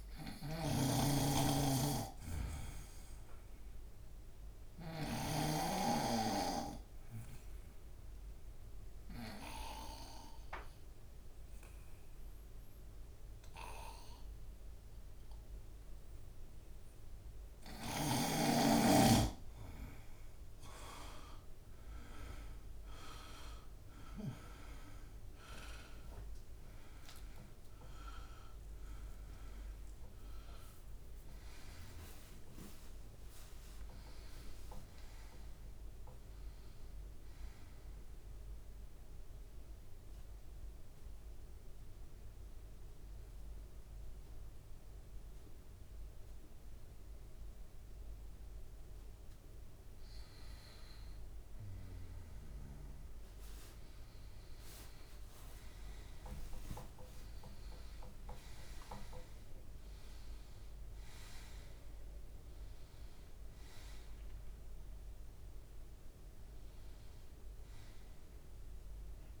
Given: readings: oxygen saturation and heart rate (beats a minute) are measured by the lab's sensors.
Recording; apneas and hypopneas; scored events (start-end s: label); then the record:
breathing in sleep by a room microphone; 2
0.00-4.50 s: snoring (device-marked)
0.00-10.00 s: oxygen desaturation (device-marked, oxygen 92% lowest, heart rate 70 extreme)
6.00-19.50 s: obstructive apnea (oxygen 98% before, 90% lowest, heart rate 73 before, 71 extreme, up 6 after)
27.00-32.50 s: arousal
37.00-49.00 s: hypopnea (oxygen 97% before, 90% lowest, heart rate 77 before, 72 extreme, up 28 after)
49.00-59.00 s: oxygen desaturation (device-marked, oxygen 93% before, 90% lowest, heart rate 78 before, 70 extreme)
59.00-64.50 s: arousal
From the record:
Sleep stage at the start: N2 (light sleep); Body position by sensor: on the right side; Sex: male